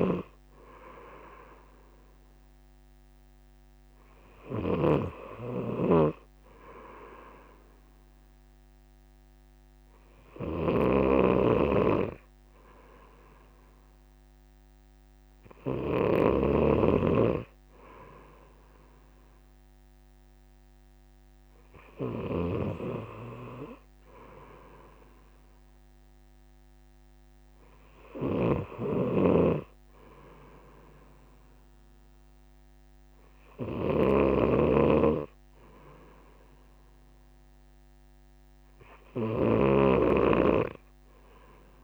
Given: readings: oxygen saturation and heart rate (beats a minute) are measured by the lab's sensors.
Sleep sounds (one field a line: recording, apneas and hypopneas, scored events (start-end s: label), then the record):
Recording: breathing in sleep by a microphone on the trachea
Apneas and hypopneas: none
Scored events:
0.00-16.00 s: snoring (device-marked)
22.00-41.84 s: snoring (device-marked)
From the record:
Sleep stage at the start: N2 (light sleep)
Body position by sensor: on the right side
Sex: male